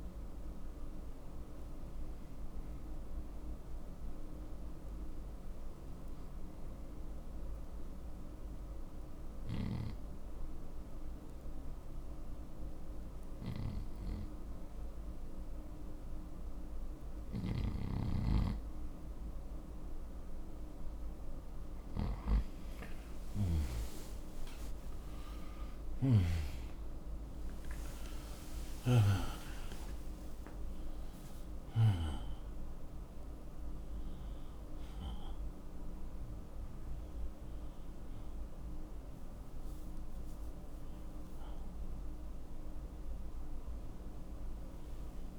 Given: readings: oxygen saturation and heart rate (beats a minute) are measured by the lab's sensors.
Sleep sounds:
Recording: breathing in sleep by a room microphone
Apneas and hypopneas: 1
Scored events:
4.00-12.00 s: oxygen desaturation (device-marked, oxygen 93% before, 88% lowest, heart rate 61 before, 61 extreme)
6.00-18.50 s: hypopnea (oxygen 94% before, 88% lowest, heart rate 61 before, 61 extreme, up 27 after)
23.00-29.00 s: arousal
From the record:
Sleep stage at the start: N2 (light sleep)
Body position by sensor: on the right side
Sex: male

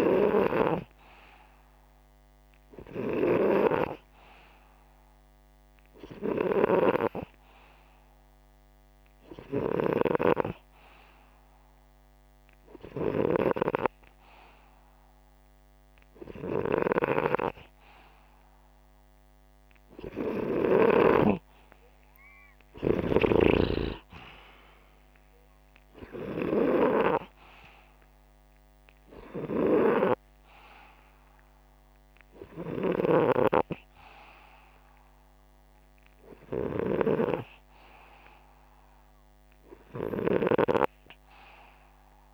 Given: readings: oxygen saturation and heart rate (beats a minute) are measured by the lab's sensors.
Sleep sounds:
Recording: breathing in sleep by a microphone on the trachea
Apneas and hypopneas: none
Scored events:
2.00-8.00 s: oxygen desaturation (device-marked, oxygen 95% before, 91% lowest, heart rate 65 before, 62 extreme)
22.00-26.50 s: arousal
From the record:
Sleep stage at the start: N2 (light sleep)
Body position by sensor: upright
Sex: male

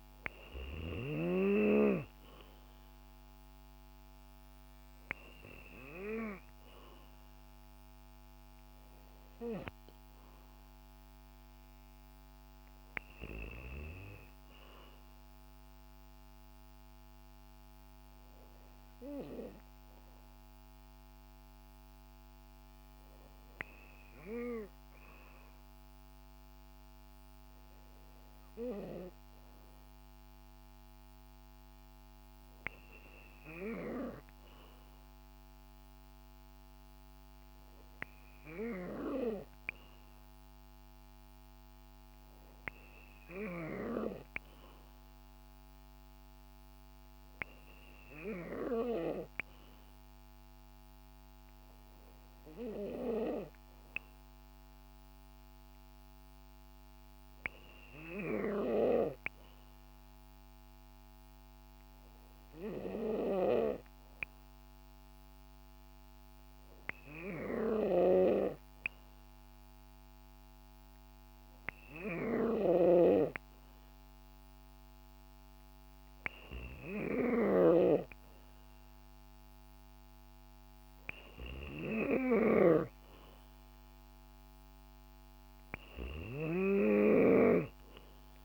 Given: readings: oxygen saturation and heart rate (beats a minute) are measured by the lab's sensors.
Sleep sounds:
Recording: breathing in sleep by a microphone on the trachea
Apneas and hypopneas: none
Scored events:
0.00-1.00 s: snoring (device-marked)
0.00-19.00 s: oxygen desaturation (device-marked, oxygen 91% lowest, heart rate 55 extreme)
49.00-88.45 s: new sleep stage, N3 (deep sleep)
86.00-88.45 s: snoring (device-marked)
From the record:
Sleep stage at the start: N2 (light sleep)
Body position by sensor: on the back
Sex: female

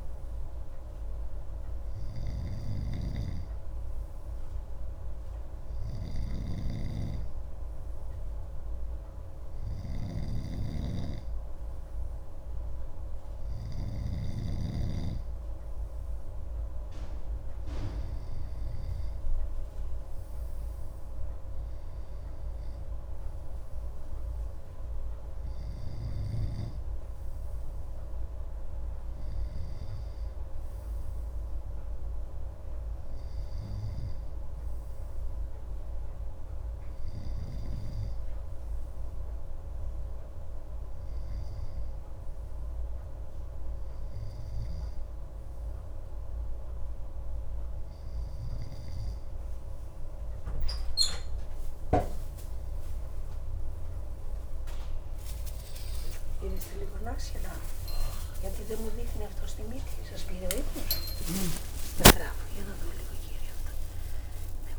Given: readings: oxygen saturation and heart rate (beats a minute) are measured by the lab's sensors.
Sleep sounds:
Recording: breathing in sleep by a room microphone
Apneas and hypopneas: none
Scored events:
0.00-14.00 s: snoring (device-marked)
From the record:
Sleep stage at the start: N2 (light sleep)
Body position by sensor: on the left side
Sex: male

